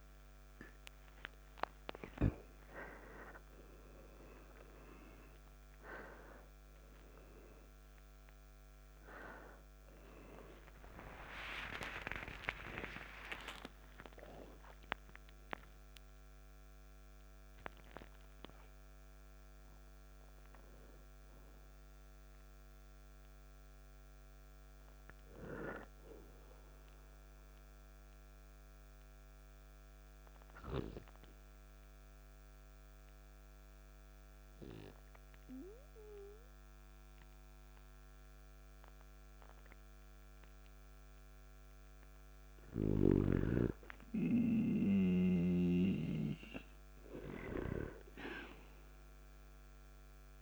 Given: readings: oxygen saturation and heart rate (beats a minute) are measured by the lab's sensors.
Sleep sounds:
breathing in sleep by a microphone on the trachea; 1
9.50-14.00 s: arousal
30.00-42.50 s: obstructive apnea (oxygen 95% before, 92% lowest, heart rate 62 before, 48 extreme, up 0 after)
33.00-43.00 s: oxygen desaturation (device-marked, oxygen 95% before, 92% lowest, heart rate 61 before, 48 extreme)
45.00-50.42 s: snoring (device-marked)
47.00-50.42 s: arousal
From the record:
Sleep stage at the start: N2 (light sleep); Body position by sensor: on the back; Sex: male

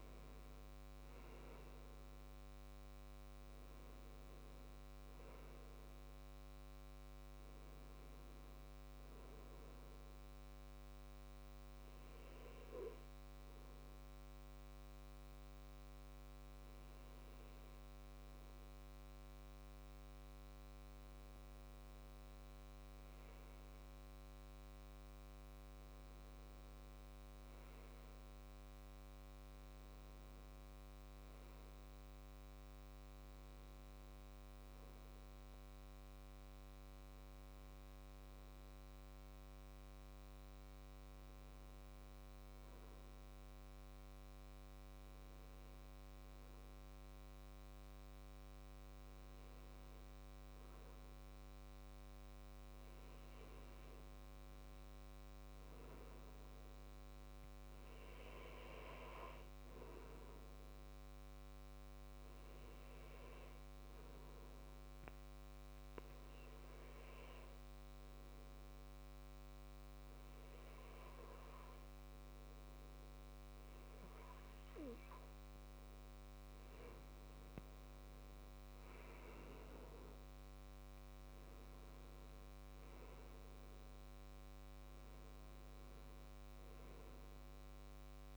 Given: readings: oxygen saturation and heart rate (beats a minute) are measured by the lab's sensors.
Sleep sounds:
breathing in sleep, hard to hear, by a microphone on the trachea; 3
0.00-23.00 s: oxygen desaturation (device-marked, oxygen 94% lowest, heart rate 62 extreme)
9.50-19.50 s: hypopnea (oxygen 97% before, 94% lowest, heart rate 70 before, 62 extreme, up 8 after)
24.00-28.00 s: arousal
36.00-52.00 s: hypopnea (oxygen 98% before, 96% lowest, heart rate 68 before, 63 extreme, up 4 after)
54.00-57.00 s: arousal
63.00-75.00 s: obstructive apnea (oxygen 98% before, 96% lowest, heart rate 70 before, 65 extreme, up 10 after)
78.50-83.00 s: arousal
From the record:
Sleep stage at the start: N2 (light sleep); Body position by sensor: on the back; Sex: male

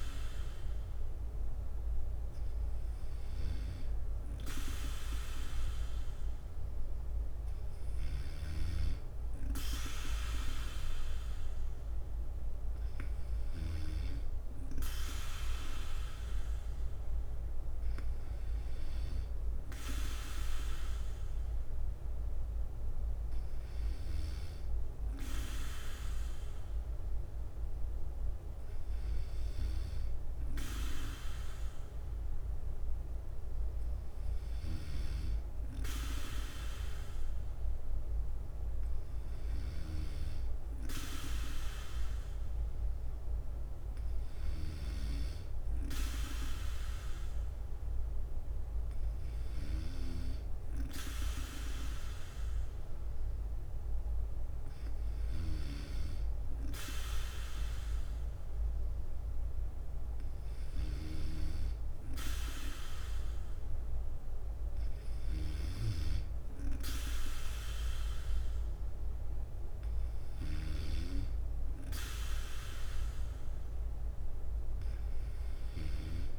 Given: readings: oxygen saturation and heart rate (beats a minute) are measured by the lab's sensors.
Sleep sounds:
breathing in sleep by a room microphone; none
0.00-7.00 s: bradycardia (device-marked, heart rate 57 extreme)
17.00-36.00 s: bradycardia (device-marked, heart rate 60 before, 58 extreme)
38.00-58.00 s: bradycardia (device-marked, heart rate 60 before, 56 extreme)
66.00-68.00 s: bradycardia (device-marked, heart rate 60 before, 61 extreme)
69.00-72.00 s: bradycardia (device-marked, heart rate 60 before, 59 extreme)
From the record:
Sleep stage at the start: N2 (light sleep); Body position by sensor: on the back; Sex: male

